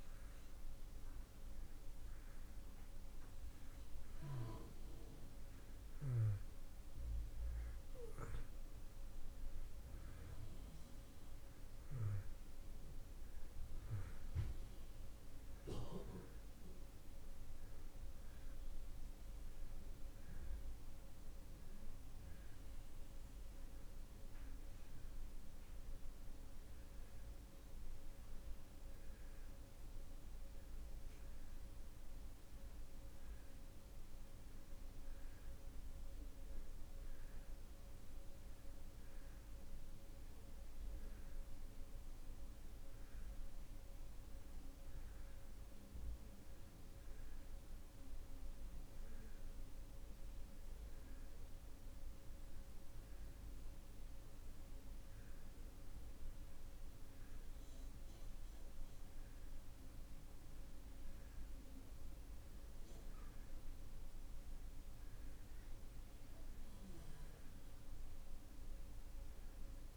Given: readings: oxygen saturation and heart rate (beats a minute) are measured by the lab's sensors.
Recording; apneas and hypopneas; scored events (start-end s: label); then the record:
breathing in sleep, hard to hear, by a room microphone; none
none scored
From the record:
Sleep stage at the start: N2 (light sleep); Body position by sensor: on the back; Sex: male